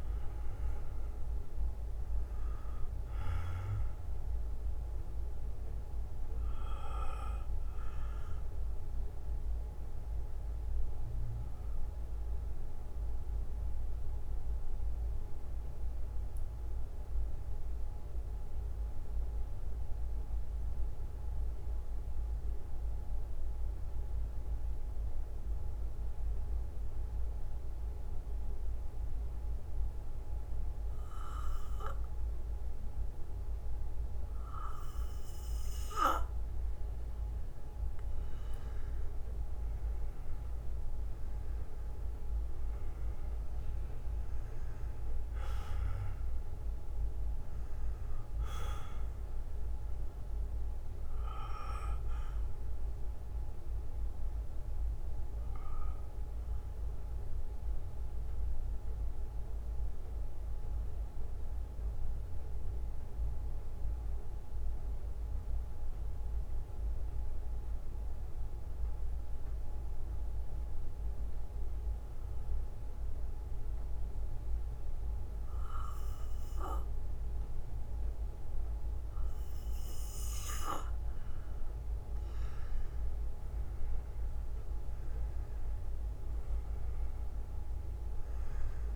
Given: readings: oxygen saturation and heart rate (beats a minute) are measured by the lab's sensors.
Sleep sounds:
breathing in sleep, hard to hear, by a room microphone; 2
0.00-10.00 s: oxygen desaturation (device-marked, oxygen 93% lowest, heart rate 49 extreme)
2.00-13.00 s: bradycardia (device-marked, heart rate 59 before, 50 extreme)
14.00-17.00 s: bradycardia (device-marked, heart rate 59 before, 49 extreme)
15.00-37.50 s: mixed apnea (oxygen 97% before, 87% lowest, heart rate 61 before, 50 extreme, up 10 after)
19.00-21.00 s: bradycardia (device-marked, heart rate 59 before, 57 extreme)
22.00-30.00 s: oxygen desaturation (device-marked, oxygen 94% before, 87% lowest, heart rate 58 before, 57 extreme)
23.00-33.00 s: bradycardia (device-marked, heart rate 59 before, 50 extreme)
34.00-37.00 s: bradycardia (device-marked, heart rate 59 before, 58 extreme)
41.00-45.00 s: arousal
45.00-53.00 s: oxygen desaturation (device-marked, oxygen 97% before, 93% lowest, heart rate 59 before, 47 extreme)
54.00-75.00 s: bradycardia (device-marked, heart rate 59 before, 47 extreme)
59.50-82.00 s: mixed apnea (oxygen 98% before, 89% lowest, heart rate 62 before, 47 extreme, up 14 after)
64.00-73.00 s: oxygen desaturation (device-marked, oxygen 94% before, 90% lowest, heart rate 60 before, 52 extreme)
84.00-86.50 s: arousal
87.00-88.96 s: oxygen desaturation (device-marked, oxygen 97% before, 93% lowest, heart rate 58 before, 53 extreme)
From the record:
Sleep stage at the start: N2 (light sleep); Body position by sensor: on the back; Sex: male

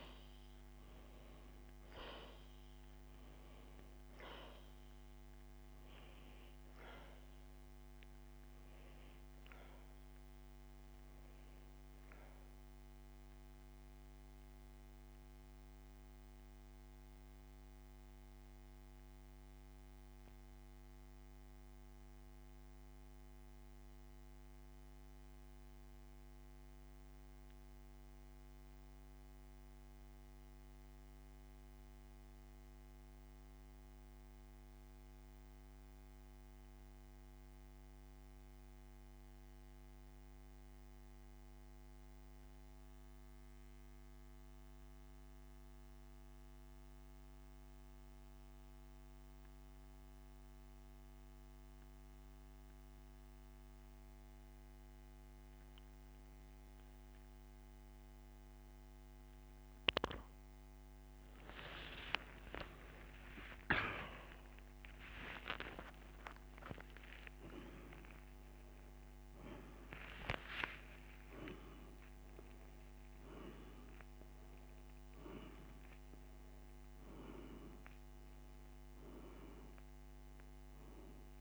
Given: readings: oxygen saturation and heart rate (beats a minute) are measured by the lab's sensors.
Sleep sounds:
breathing in sleep by a microphone on the trachea; 1
15.00-60.00 s: mixed apnea (oxygen 98% before, 83% lowest, heart rate 83 before, 60 extreme, up 44 after)
18.00-52.00 s: oxygen desaturation (device-marked, oxygen 96% before, 87% lowest, heart rate 83 before, 60 extreme)
62.50-66.50 s: arousal
69.00-81.41 s: oxygen desaturation (device-marked, oxygen 97% before, 92% lowest, heart rate 84 before, 57 extreme)
From the record:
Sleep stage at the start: N2 (light sleep); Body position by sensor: on the back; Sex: male

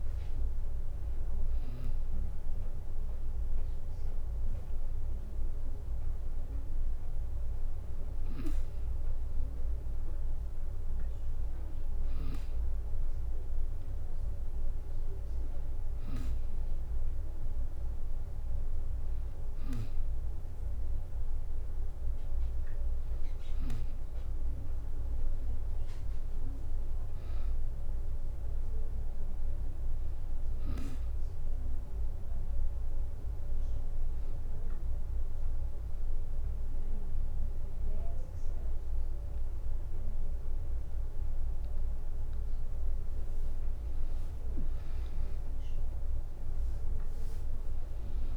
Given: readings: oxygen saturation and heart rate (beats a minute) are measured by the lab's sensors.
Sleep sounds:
breathing in sleep, hard to hear, by a room microphone; none
none scored
From the record:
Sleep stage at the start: N2 (light sleep); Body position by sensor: on the back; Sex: female

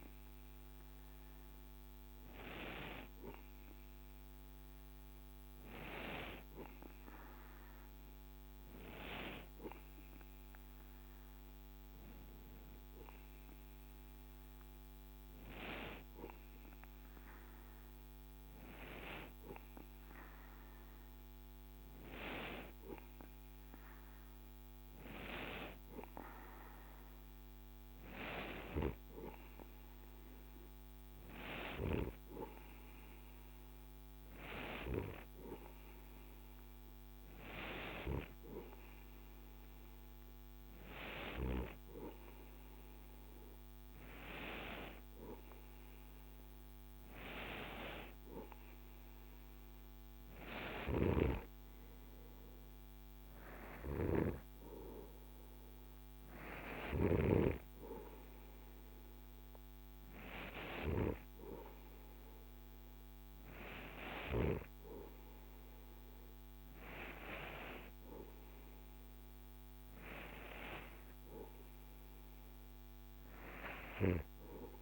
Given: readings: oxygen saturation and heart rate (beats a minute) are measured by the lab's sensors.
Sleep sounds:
breathing in sleep by a microphone on the trachea; none
none scored
From the record:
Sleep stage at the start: N2 (light sleep); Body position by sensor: on the right side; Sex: male

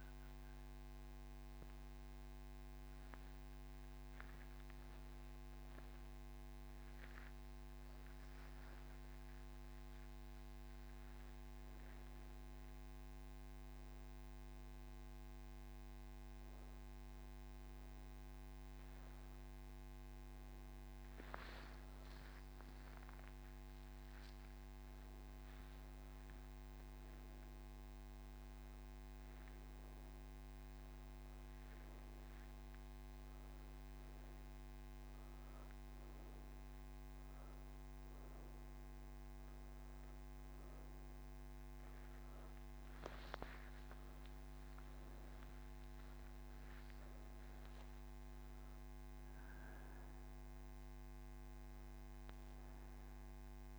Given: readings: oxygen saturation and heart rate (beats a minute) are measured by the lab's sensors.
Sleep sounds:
breathing in sleep, hard to hear, by a microphone on the trachea; none
none scored
From the record:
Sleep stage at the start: N3 (deep sleep); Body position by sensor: on the right side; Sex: female

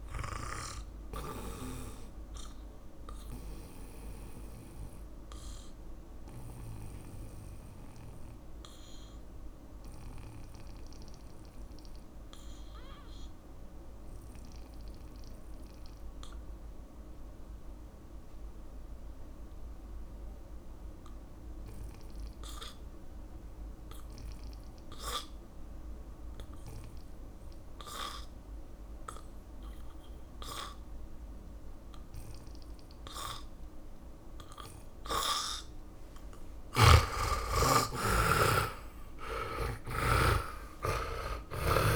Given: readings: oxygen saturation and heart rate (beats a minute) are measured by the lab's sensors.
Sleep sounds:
breathing in sleep by a room microphone; 1
0.00-22.00 s: oxygen desaturation (device-marked, oxygen 75% lowest, heart rate 48 extreme)
0.50-36.00 s: mixed apnea (oxygen 100% before, 75% lowest, heart rate 61 before, 48 extreme, up 21 after)
34.00-41.96 s: oxygen desaturation (device-marked, oxygen 99% before, 75% lowest, heart rate 60 before, 45 extreme)
37.00-40.50 s: snoring (device-marked)
38.00-41.00 s: arousal
From the record:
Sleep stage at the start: N2 (light sleep); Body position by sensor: on the back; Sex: male

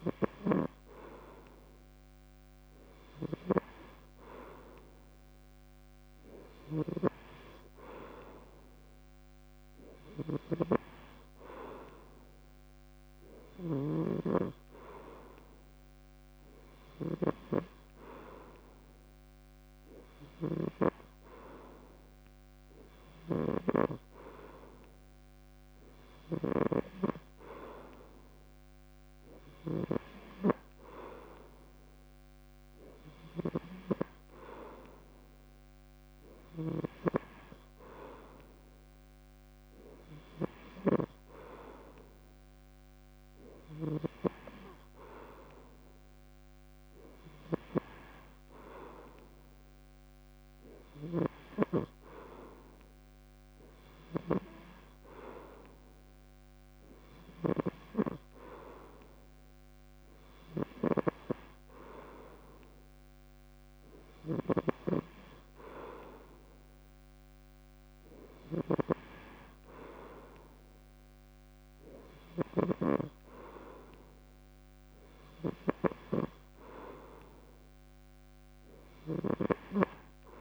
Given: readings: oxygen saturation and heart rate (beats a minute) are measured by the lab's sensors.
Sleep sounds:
breathing in sleep by a microphone on the trachea; none
6.50-26.50 s: snoring (device-marked)
33.00-36.50 s: snoring (device-marked)
57.00-61.00 s: snoring (device-marked)
68.00-75.50 s: snoring (device-marked)
From the record:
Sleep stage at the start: N3 (deep sleep); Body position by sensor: on the back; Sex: male

